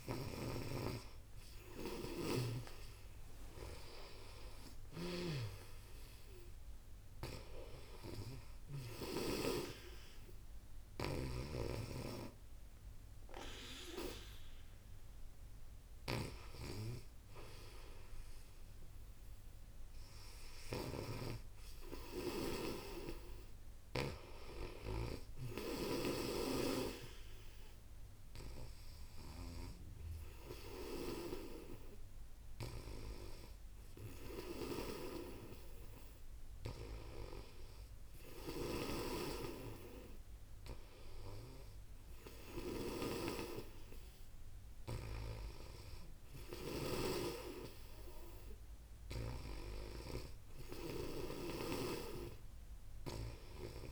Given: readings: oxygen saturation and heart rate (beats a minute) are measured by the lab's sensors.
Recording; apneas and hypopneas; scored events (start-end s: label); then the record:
breathing in sleep by a room microphone; none
4.50-8.50 s: snoring (device-marked)
10.50-24.00 s: snoring (device-marked)
34.00-46.50 s: snoring (device-marked)
51.00-53.92 s: snoring (device-marked)
From the record:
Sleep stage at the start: N2 (light sleep); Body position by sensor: on the back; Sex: female